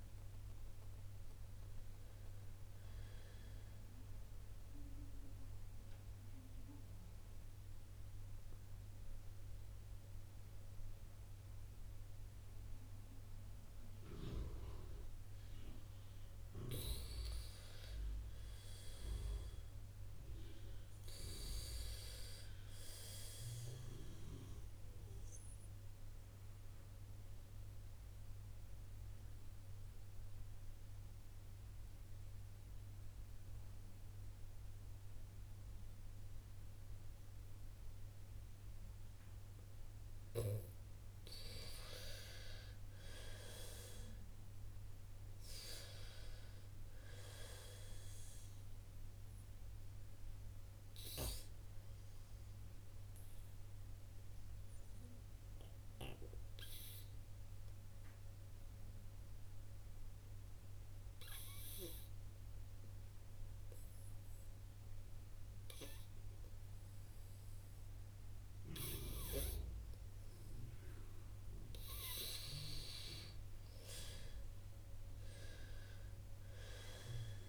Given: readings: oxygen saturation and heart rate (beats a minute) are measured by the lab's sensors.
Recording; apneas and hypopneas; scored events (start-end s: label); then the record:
breathing in sleep by a room microphone; 3
0.00-23.50 s: oxygen desaturation (device-marked, oxygen 81% lowest, heart rate 55 extreme)
3.50-16.00 s: obstructive apnea (oxygen 93% before, 80% lowest, heart rate 63 before, 55 extreme, up 5 after)
18.00-21.00 s: arousal
25.00-40.00 s: obstructive apnea (oxygen 93% before, 80% lowest, heart rate 58 before, 56 extreme, up 5 after)
30.50-41.50 s: oxygen desaturation (device-marked, oxygen 94% before, 88% lowest, heart rate 58 before, 56 extreme)
42.50-46.50 s: arousal
47.50-71.50 s: oxygen desaturation (device-marked, oxygen 91% before, 80% lowest, heart rate 59 before, 56 extreme)
51.50-70.00 s: obstructive apnea (oxygen 94% before, 80% lowest, heart rate 60 before, 56 extreme, up 8 after)
72.00-76.00 s: arousal
73.50-77.49 s: oxygen desaturation (device-marked, oxygen 92% before, 80% lowest, heart rate 59 before, 56 extreme)
From the record:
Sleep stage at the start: N2 (light sleep); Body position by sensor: on the right side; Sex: female